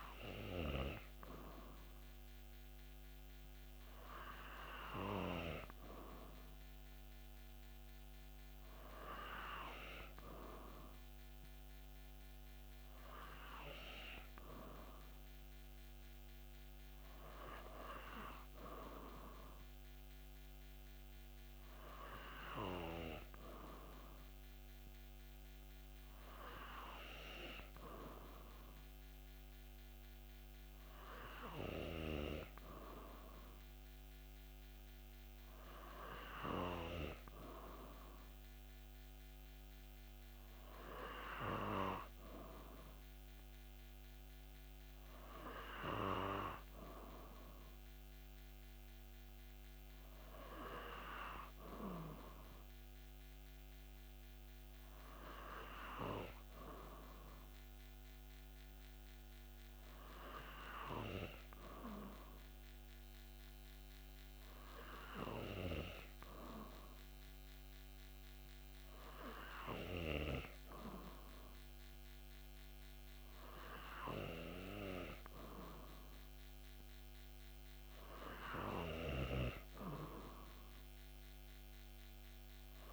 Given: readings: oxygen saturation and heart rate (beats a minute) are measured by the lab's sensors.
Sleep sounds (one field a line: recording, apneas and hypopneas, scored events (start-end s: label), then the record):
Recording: breathing in sleep by a microphone on the trachea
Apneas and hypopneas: none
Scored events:
none scored
From the record:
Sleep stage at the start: N2 (light sleep)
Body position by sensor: on the back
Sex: male